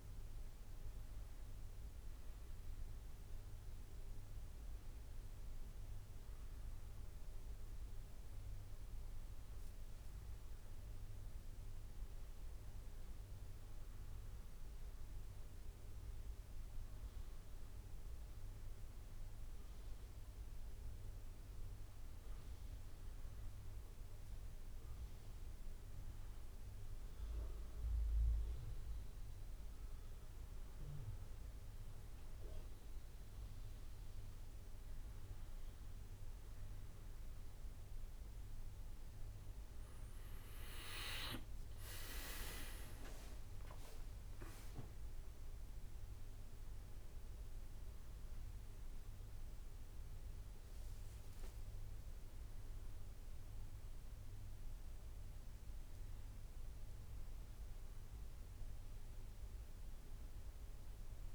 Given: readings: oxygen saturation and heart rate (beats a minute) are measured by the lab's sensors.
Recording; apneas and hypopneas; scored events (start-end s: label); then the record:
breathing in sleep, hard to hear, by a room microphone; none
40.00-44.50 s: arousal
42.00-53.00 s: drop in pulse transit time (device-marked, heart rate 65 before, 62 extreme)
From the record:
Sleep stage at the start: N2 (light sleep); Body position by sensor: on the back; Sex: male